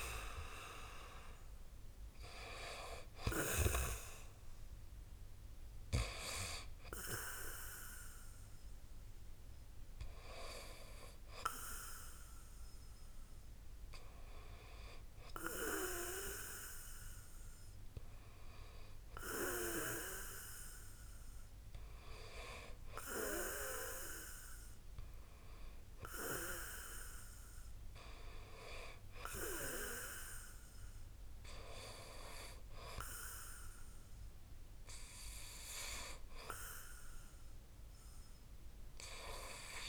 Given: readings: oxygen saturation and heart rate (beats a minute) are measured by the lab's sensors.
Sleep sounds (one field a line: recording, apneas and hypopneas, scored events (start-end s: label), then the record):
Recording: breathing in sleep by a room microphone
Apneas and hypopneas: none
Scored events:
0.00-28.50 s: oxygen desaturation (device-marked, oxygen 80% lowest, heart rate 54 extreme)
32.50-36.50 s: arousal
From the record:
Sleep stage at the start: N2 (light sleep)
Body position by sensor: on the back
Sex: male